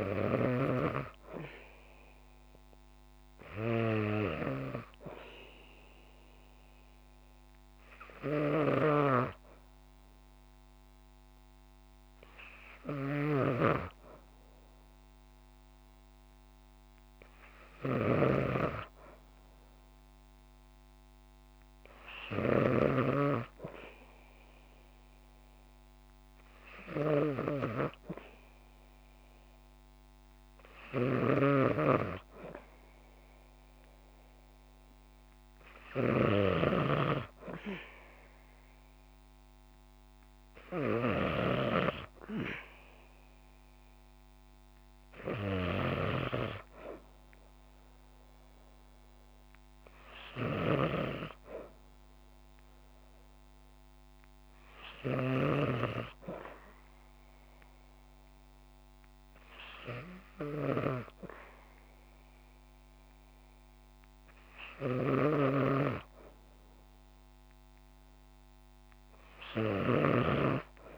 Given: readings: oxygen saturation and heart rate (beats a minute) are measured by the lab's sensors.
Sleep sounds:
breathing in sleep by a microphone on the trachea; none
7.50-22.50 s: snoring (device-marked)
30.50-36.00 s: snoring (device-marked)
50.00-55.00 s: snoring (device-marked)
64.50-70.98 s: snoring (device-marked)
From the record:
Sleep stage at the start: N2 (light sleep); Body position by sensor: on the back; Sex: female

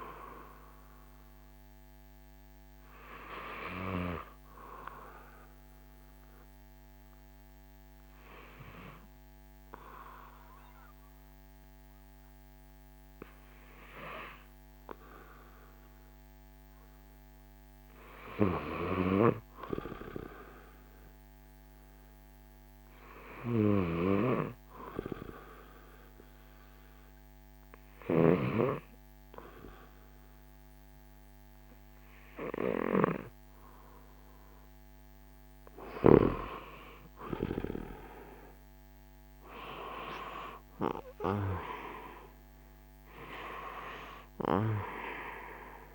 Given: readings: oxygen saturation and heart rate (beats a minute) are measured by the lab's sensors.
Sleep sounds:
breathing in sleep by a microphone on the trachea; 1
0.00-3.00 s: oxygen desaturation (device-marked, oxygen 91% lowest, heart rate 60 extreme)
0.00-5.00 s: drop in pulse transit time (device-marked, heart rate 66 extreme)
3.50-17.50 s: hypopnea (oxygen 95% before, 91% lowest, heart rate 68 before, 60 extreme, up 1 after)
20.00-24.00 s: arousal
31.00-42.00 s: oxygen desaturation (device-marked, oxygen 97% before, 91% lowest, heart rate 61 before, 58 extreme)
37.00-45.95 s: drop in pulse transit time (device-marked, heart rate 62 before, 64 extreme)
From the record:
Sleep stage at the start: N2 (light sleep); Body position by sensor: on the left side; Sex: male

